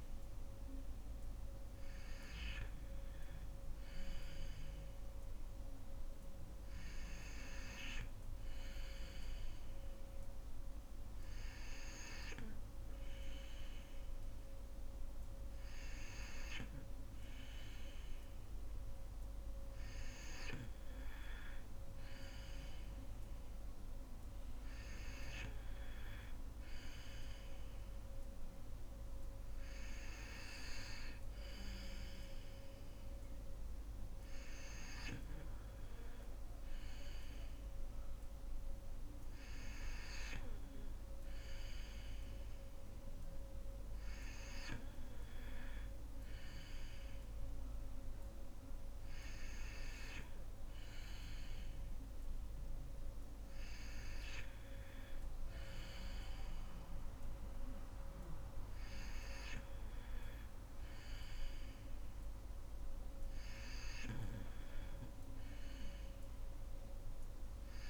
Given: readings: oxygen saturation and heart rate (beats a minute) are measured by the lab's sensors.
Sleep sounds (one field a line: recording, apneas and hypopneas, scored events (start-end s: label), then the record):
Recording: breathing in sleep by a room microphone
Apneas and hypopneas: none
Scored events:
none scored
From the record:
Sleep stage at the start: N2 (light sleep)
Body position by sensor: on the back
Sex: female